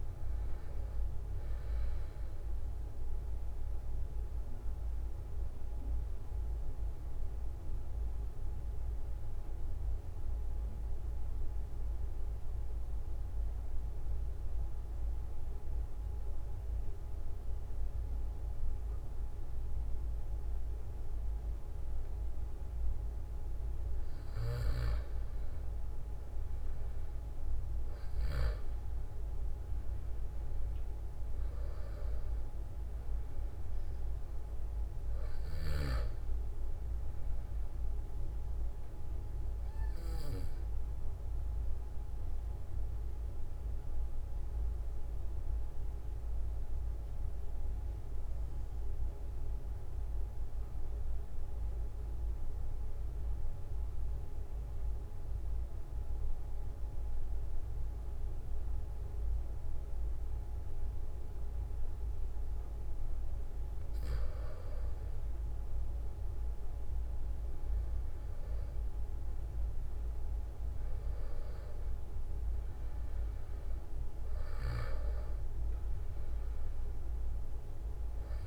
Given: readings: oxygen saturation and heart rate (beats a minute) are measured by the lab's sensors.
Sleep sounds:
breathing in sleep, hard to hear, by a room microphone; 2
0.00-20.00 s: oxygen desaturation (device-marked, oxygen 93% lowest, heart rate 44 extreme)
4.00-23.50 s: obstructive apnea (oxygen 97% before, 93% lowest, heart rate 46 before, 44 extreme, up 3 after)
26.50-31.00 s: arousal
40.50-63.00 s: mixed apnea (oxygen 97% before, 91% lowest, heart rate 47 before, 43 extreme, up 4 after)
65.00-69.50 s: arousal
70.00-78.47 s: oxygen desaturation (device-marked, oxygen 97% before, 91% lowest, heart rate 46 before, 43 extreme)
From the record:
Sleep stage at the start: N2 (light sleep); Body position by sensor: on the back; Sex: male

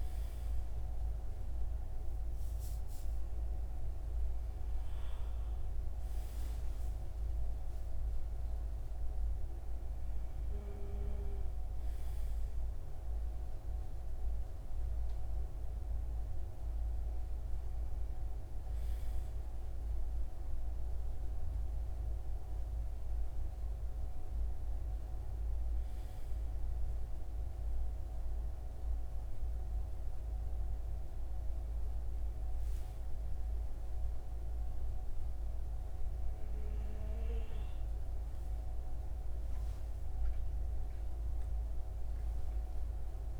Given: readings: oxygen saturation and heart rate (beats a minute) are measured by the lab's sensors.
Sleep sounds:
breathing in sleep, hard to hear, by a room microphone; none
40.00-43.40 s: arousal
From the record:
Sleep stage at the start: N2 (light sleep); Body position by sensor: on the right side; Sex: male

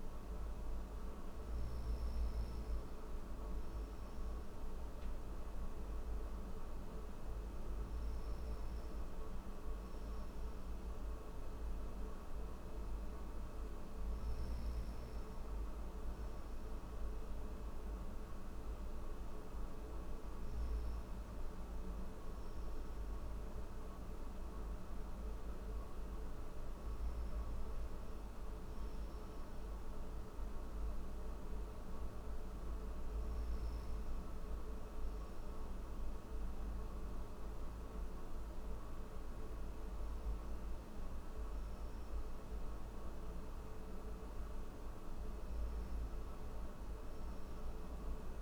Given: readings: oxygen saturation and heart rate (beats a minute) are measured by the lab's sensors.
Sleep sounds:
breathing in sleep, hard to hear, by a room microphone; none
none scored
From the record:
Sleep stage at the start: N1 (lightest sleep); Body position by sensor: on the back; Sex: male

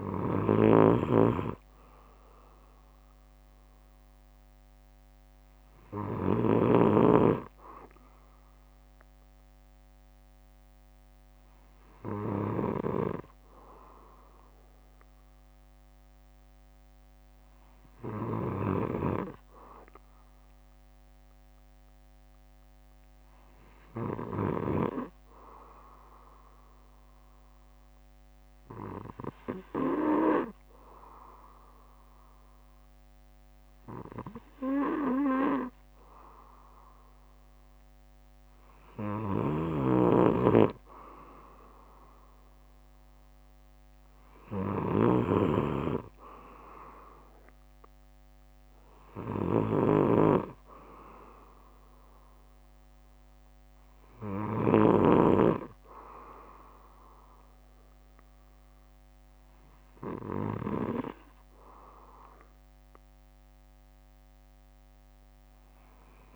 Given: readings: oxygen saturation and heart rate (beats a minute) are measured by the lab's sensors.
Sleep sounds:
breathing in sleep by a microphone on the trachea; none
0.00-7.00 s: snoring (device-marked)
3.00-5.00 s: bradycardia (device-marked, heart rate 60 before, 60 extreme)
9.00-15.00 s: bradycardia (device-marked, heart rate 60 before, 59 extreme)
16.00-25.00 s: bradycardia (device-marked, heart rate 60 before, 54 extreme)
39.00-41.00 s: bradycardia (device-marked, heart rate 60 before, 61 extreme)
39.50-55.00 s: snoring (device-marked)
44.00-46.00 s: bradycardia (device-marked, heart rate 60 before, 59 extreme)
49.00-51.00 s: bradycardia (device-marked, heart rate 60 before, 60 extreme)
52.00-54.00 s: bradycardia (device-marked, heart rate 60 before, 57 extreme)
58.00-60.00 s: bradycardia (device-marked, heart rate 60 before, 60 extreme)
61.00-65.00 s: bradycardia (device-marked, heart rate 60 before, 59 extreme)
From the record:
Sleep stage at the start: N2 (light sleep); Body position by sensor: on the back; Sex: male

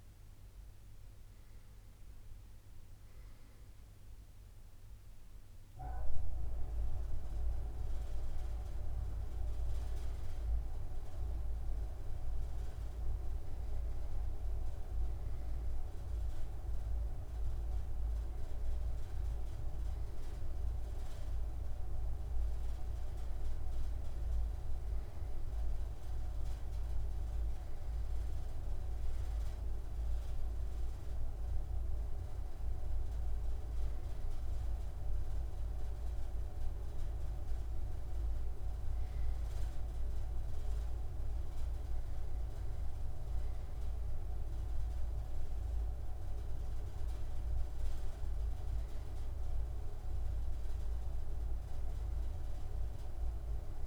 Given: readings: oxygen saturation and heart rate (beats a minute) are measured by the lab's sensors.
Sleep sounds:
breathing in sleep by a room microphone; none
none scored
From the record:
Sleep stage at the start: N2 (light sleep); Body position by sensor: on the right side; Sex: male

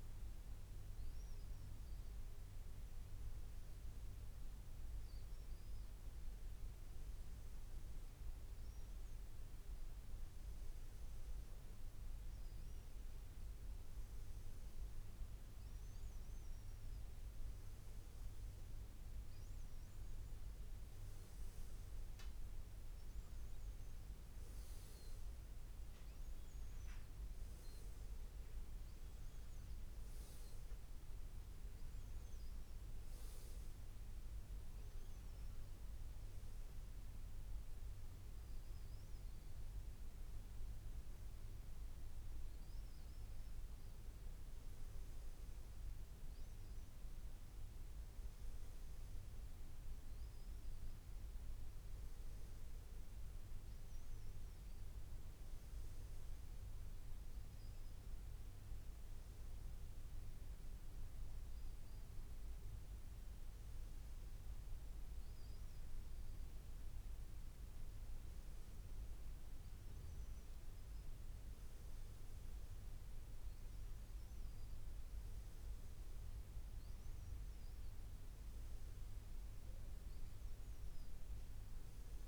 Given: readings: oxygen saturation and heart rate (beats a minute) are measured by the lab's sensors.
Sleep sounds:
breathing in sleep, hard to hear, by a room microphone; none
none scored
From the record:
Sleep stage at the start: N2 (light sleep); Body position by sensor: on the back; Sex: male

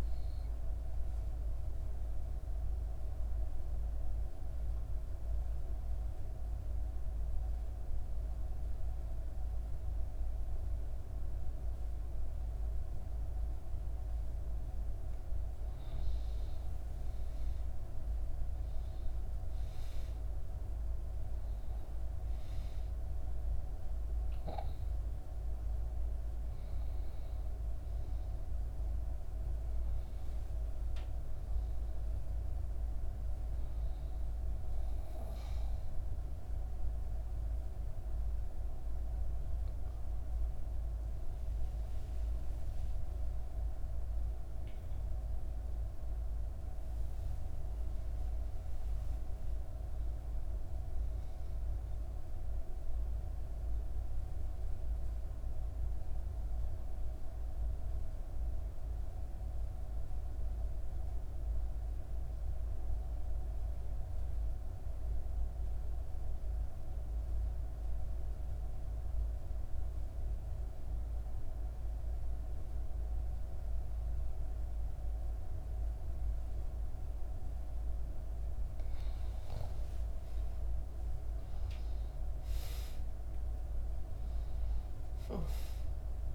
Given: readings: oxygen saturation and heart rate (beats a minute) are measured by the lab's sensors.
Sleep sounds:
breathing in sleep, hard to hear, by a room microphone; 2
0.00-39.00 s: oxygen desaturation (device-marked, oxygen 98% before, 90% lowest, heart rate 63 before, 60 extreme)
4.50-15.00 s: obstructive apnea (oxygen 98% before, 90% lowest, heart rate 62 before, 60 extreme, up 4 after)
16.00-19.50 s: arousal
41.00-45.00 s: arousal
56.50-77.00 s: obstructive apnea (oxygen 98% before, 88% lowest, heart rate 66 before, 59 extreme, up 7 after)
75.00-86.35 s: oxygen desaturation (device-marked, oxygen 97% before, 88% lowest, heart rate 61 before, 59 extreme)
79.00-83.50 s: arousal
From the record:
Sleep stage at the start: N2 (light sleep); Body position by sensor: on the back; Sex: female

